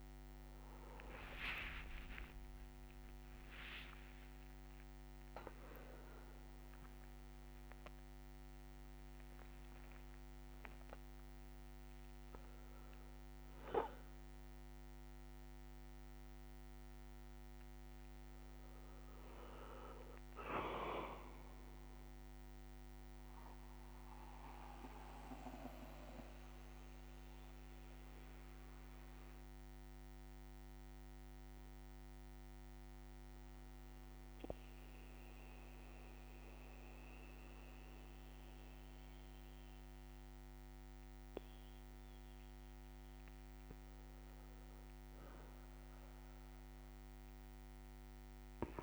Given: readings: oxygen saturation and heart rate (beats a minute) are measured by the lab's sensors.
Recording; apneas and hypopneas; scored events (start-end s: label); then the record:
breathing in sleep by a microphone on the trachea; 1
1.50-8.00 s: arousal
7.50-9.50 s: long interval between heartbeats (device-marked, heart rate 63 before, 75 extreme)
10.00-12.00 s: long interval between heartbeats (device-marked, heart rate 65 before, 88 extreme)
22.00-42.50 s: obstructive apnea (oxygen 99% before, 95% lowest, heart rate 74 before, 58 extreme, up 6 after)
27.00-38.00 s: bradycardia (device-marked, heart rate 63 before, 58 extreme)
44.00-47.50 s: arousal
From the record:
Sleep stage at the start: N2 (light sleep); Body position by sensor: on the back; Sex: male